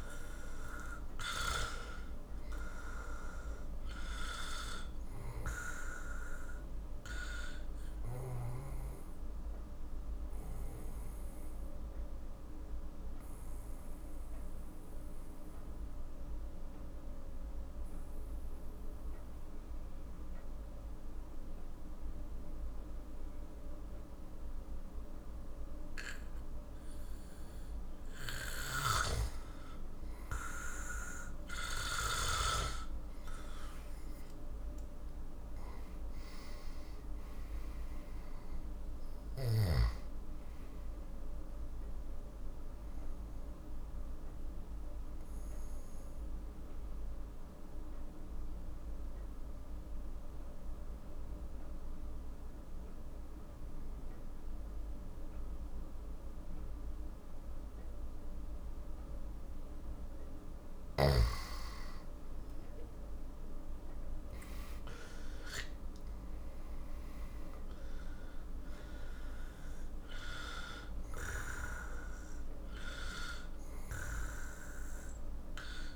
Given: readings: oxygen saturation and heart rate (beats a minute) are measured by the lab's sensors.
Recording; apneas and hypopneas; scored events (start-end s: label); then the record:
breathing in sleep by a room microphone; 2
0.00-1.00 s: arousal
3.00-21.00 s: oxygen desaturation (device-marked, oxygen 97% before, 91% lowest, heart rate 51 before, 42 extreme)
6.50-28.50 s: obstructive apnea (oxygen 97% before, 89% lowest, heart rate 53 before, 42 extreme, up 15 after)
31.00-34.50 s: arousal
35.00-54.00 s: oxygen desaturation (device-marked, oxygen 96% before, 91% lowest, heart rate 47 before, 43 extreme)
43.00-60.50 s: obstructive apnea (oxygen 97% before, 89% lowest, heart rate 54 before, 41 extreme, up 15 after)
62.00-65.50 s: arousal
66.00-75.96 s: oxygen desaturation (device-marked, oxygen 96% before, 90% lowest, heart rate 49 before, 41 extreme)
From the record:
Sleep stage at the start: N2 (light sleep); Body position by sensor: on the back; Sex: male